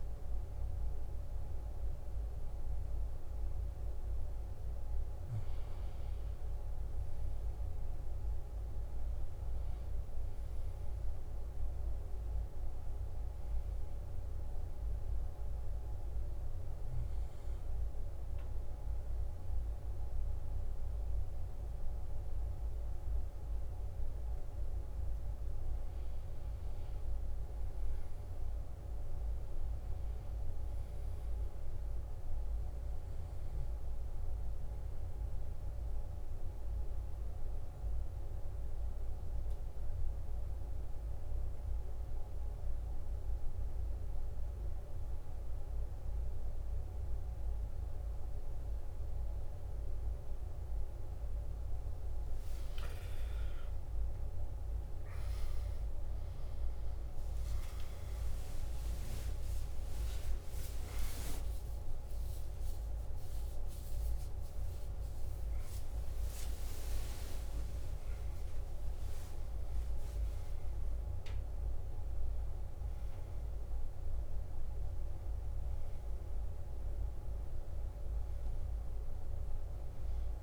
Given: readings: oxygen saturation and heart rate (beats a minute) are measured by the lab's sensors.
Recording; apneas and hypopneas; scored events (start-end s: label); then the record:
a person partly awake in a sleep study, hard to hear, by a room microphone; 1
17.00-23.00 s: oxygen desaturation (device-marked, oxygen 97% before, 93% lowest, heart rate 62 before, 60 extreme)
22.00-52.00 s: new sleep stage, N2 (light sleep)
26.50-31.00 s: arousal
35.00-46.00 s: oxygen desaturation (device-marked, oxygen 95% before, 92% lowest, heart rate 63 before, 59 extreme)
39.50-52.50 s: obstructive apnea (oxygen 97% before, 90% lowest, heart rate 63 before, 59 extreme, up 14 after)
52.00-80.43 s: new sleep stage, awake
54.00-70.00 s: oxygen desaturation (device-marked, oxygen 95% before, 90% lowest, heart rate 62 before, 64 extreme)
From the record:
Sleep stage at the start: N1 (lightest sleep); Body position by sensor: on the back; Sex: male